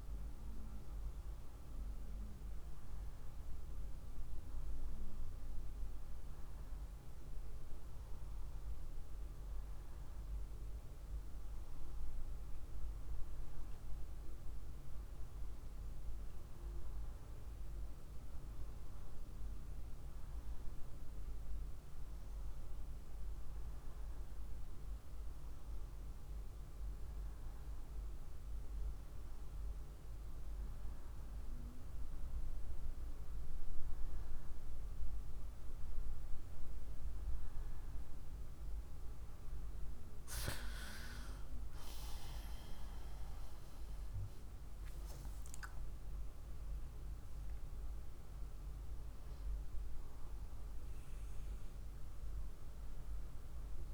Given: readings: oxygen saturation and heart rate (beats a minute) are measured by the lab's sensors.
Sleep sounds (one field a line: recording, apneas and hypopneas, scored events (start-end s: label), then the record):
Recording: a person partly awake in a sleep study, hard to hear, by a room microphone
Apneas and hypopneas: none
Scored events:
37.50-53.94 s: new sleep stage, awake
From the record:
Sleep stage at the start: N1 (lightest sleep)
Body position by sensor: on the right side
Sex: female